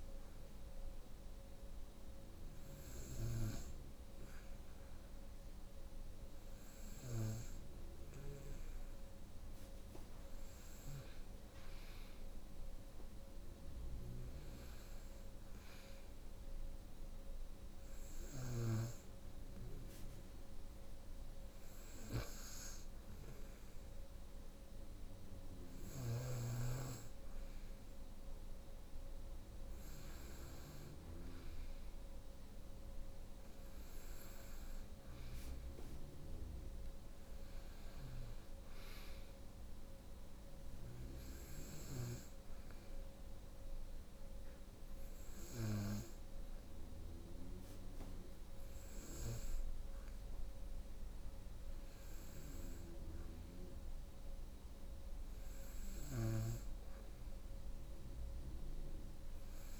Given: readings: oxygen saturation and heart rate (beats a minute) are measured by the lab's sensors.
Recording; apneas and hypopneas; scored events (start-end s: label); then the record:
breathing in sleep by a room microphone; none
none scored
From the record:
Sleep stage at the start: N2 (light sleep); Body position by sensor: on the right side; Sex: female